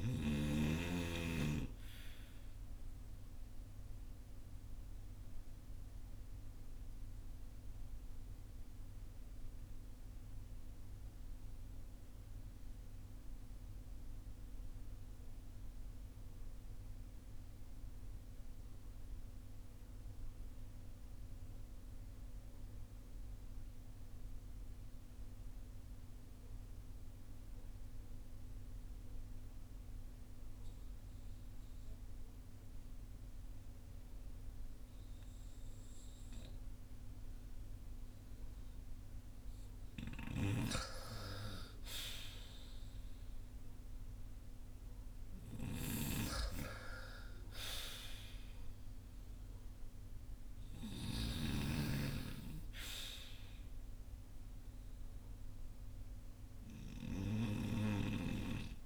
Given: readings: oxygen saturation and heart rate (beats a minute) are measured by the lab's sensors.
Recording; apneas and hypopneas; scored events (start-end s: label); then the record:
breathing in sleep by a room microphone; 1
0.00-30.50 s: oxygen desaturation (device-marked, oxygen 77% lowest, heart rate 45 extreme)
3.50-39.50 s: obstructive apnea (oxygen 92% before, 77% lowest, heart rate 62 before, 42 extreme, up 2 after)
42.50-48.00 s: arousal
43.50-58.86 s: oxygen desaturation (device-marked, oxygen 97% before, 80% lowest, heart rate 52 before, 39 extreme)
From the record:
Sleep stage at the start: REM sleep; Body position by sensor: on the front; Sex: male